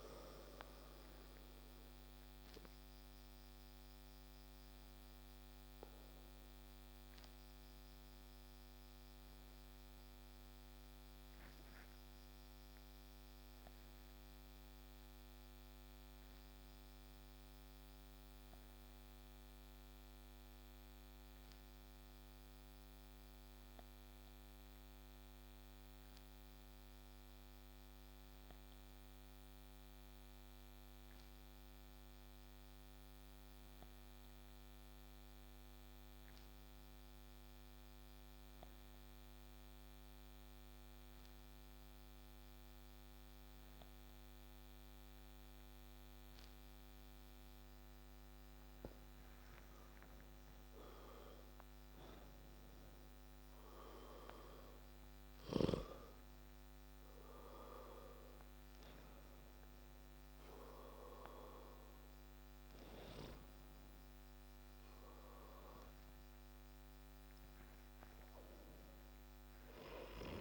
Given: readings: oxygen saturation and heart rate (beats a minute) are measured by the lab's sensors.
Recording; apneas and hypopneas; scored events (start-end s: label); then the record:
breathing in sleep by a microphone on the trachea; 1
6.00-46.50 s: obstructive apnea (oxygen 98% before, 82% lowest)
20.00-35.00 s: oxygen desaturation (device-marked, oxygen 93% before, 88% lowest)
48.00-52.00 s: arousal
49.00-70.41 s: oxygen desaturation (device-marked, oxygen 94% before, 82% lowest)
From the record:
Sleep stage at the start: N2 (light sleep); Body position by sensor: on the back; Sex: male